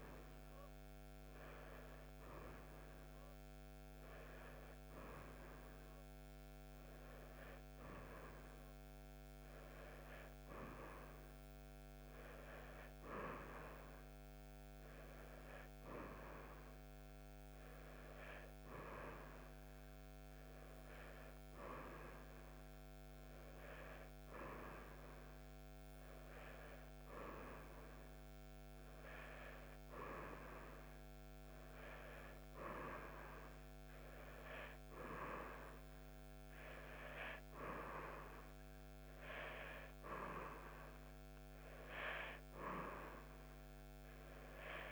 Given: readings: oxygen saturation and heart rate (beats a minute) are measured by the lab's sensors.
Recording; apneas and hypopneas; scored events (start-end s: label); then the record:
breathing in sleep by a microphone on the trachea; none
none scored
From the record:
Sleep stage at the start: N1 (lightest sleep); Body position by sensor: on the back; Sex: female